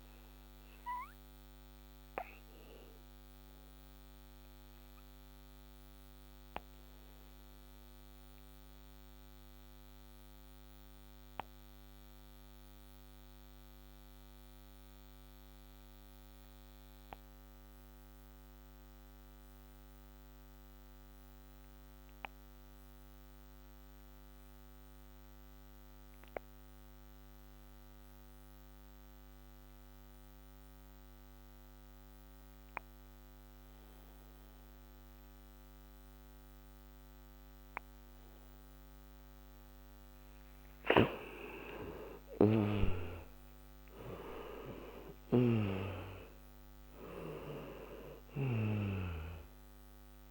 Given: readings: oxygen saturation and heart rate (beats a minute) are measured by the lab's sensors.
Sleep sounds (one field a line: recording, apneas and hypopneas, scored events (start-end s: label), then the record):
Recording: breathing in sleep by a microphone on the trachea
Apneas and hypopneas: 1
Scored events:
1.00-23.00 s: oxygen desaturation (device-marked, oxygen 95% before, 87% lowest, heart rate 70 before, 56 extreme)
2.00-37.50 s: obstructive apnea (oxygen 98% before, 87% lowest, heart rate 71 before, 56 extreme, up 36 after)
38.00-50.31 s: oxygen desaturation (device-marked, oxygen 98% before, 87% lowest, heart rate 64 before, 55 extreme)
41.50-47.00 s: arousal
From the record:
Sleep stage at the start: N2 (light sleep)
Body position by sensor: on the back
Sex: male